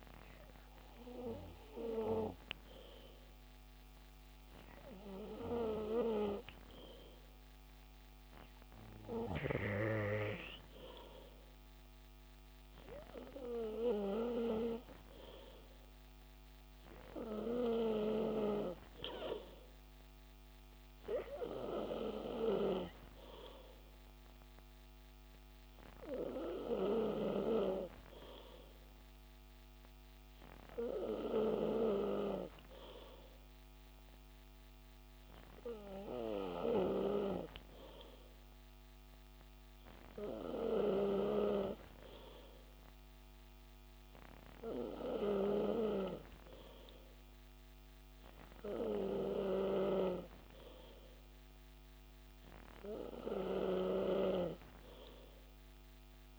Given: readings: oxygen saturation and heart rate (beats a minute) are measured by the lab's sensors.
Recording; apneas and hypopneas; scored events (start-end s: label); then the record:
breathing in sleep by a microphone on the trachea; none
none scored
From the record:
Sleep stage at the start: N2 (light sleep); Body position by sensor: on the back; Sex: male